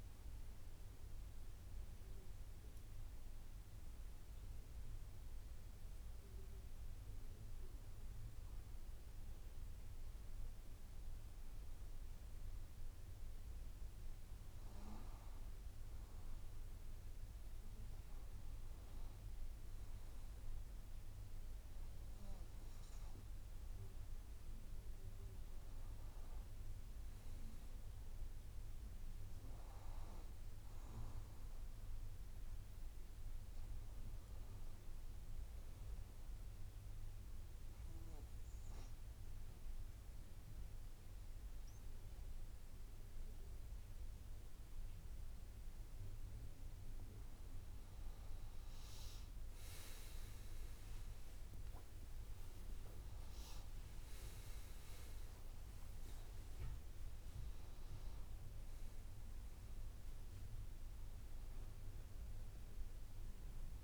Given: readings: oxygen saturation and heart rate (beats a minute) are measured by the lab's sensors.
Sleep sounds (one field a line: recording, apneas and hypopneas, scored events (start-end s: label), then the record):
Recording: breathing in sleep, hard to hear, by a room microphone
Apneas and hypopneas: 2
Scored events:
0.00-1.50 s: arousal
5.00-16.50 s: obstructive apnea (oxygen 96% before, 92% lowest)
18.50-21.50 s: arousal
20.50-35.50 s: oxygen desaturation (device-marked, oxygen 98% before, 93% lowest)
35.50-48.00 s: obstructive apnea (oxygen 98% before, 92% lowest)
50.00-53.50 s: arousal
54.50-63.84 s: oxygen desaturation (device-marked, oxygen 95% before, 92% lowest)
From the record:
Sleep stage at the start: N2 (light sleep)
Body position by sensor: on the back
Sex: female